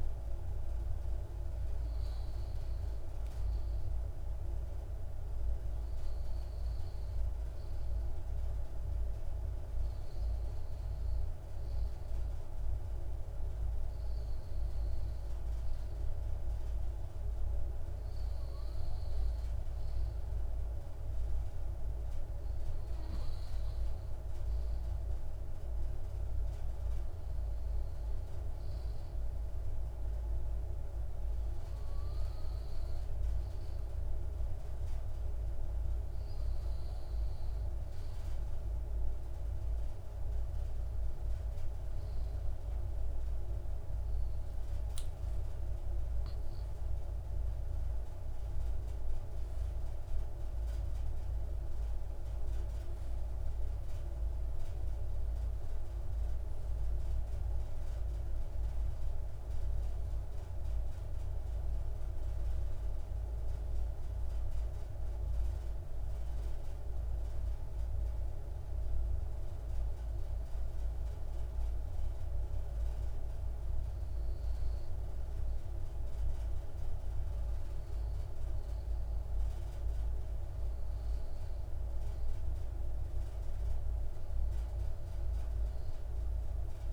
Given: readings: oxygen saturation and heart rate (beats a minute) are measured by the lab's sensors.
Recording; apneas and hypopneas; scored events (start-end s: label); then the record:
breathing in sleep, hard to hear, by a room microphone; none
47.50-51.50 s: arousal
From the record:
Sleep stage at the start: N2 (light sleep); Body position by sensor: on the left side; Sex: male